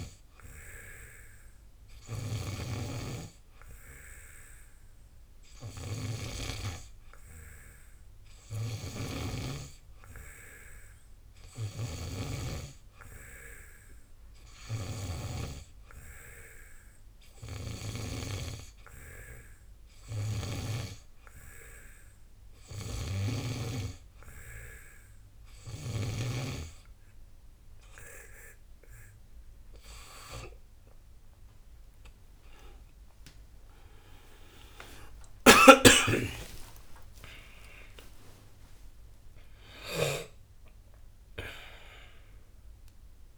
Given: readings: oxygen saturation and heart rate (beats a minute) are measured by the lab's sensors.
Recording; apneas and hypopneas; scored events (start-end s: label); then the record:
breathing in sleep by a room microphone; 1
17.00-28.50 s: hypopnea (oxygen 91% before, 89% lowest, heart rate 62 before, 63 extreme, up 17 after)
34.50-40.50 s: tachycardia (device-marked, heart rate 63 before, 113 extreme)
35.50-40.50 s: arousal
36.00-40.50 s: snoring (device-marked)
38.00-40.00 s: long interval between heartbeats (device-marked, heart rate 68 before, 109 extreme)
From the record:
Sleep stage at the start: N2 (light sleep); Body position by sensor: on the back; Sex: male